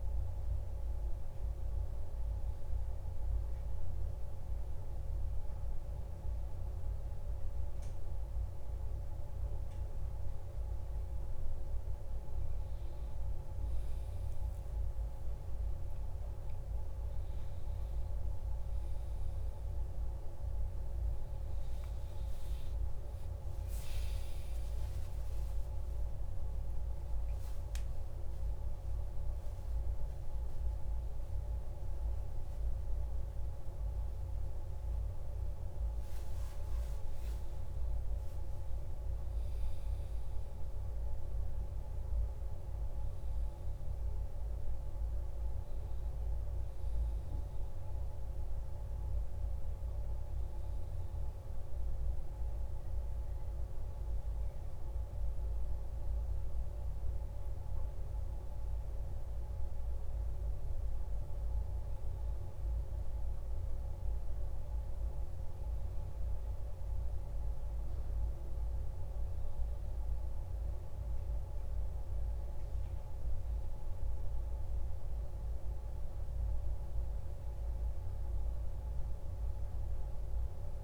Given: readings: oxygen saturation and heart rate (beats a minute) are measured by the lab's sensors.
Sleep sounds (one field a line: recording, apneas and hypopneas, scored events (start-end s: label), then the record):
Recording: a person awake in a sleep study, hard to hear, by a room microphone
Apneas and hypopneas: none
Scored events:
none scored
From the record:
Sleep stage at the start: awake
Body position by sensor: on the back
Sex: male